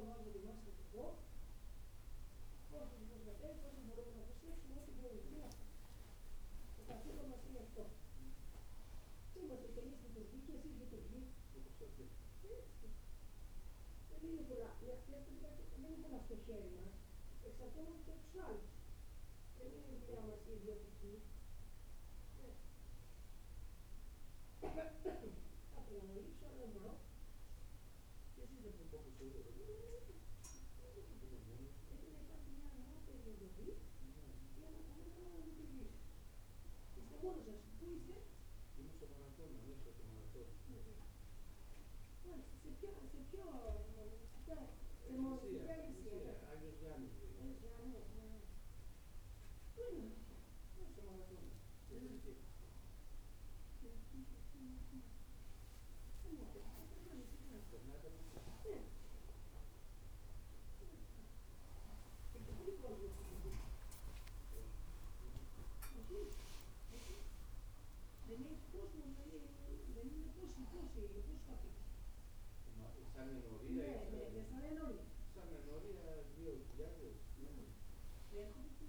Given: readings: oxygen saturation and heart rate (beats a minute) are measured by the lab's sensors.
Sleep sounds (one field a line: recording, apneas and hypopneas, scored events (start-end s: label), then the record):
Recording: a person awake in a sleep study, by a room microphone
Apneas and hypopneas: none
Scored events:
none scored
From the record:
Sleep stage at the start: awake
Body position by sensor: on the right side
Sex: female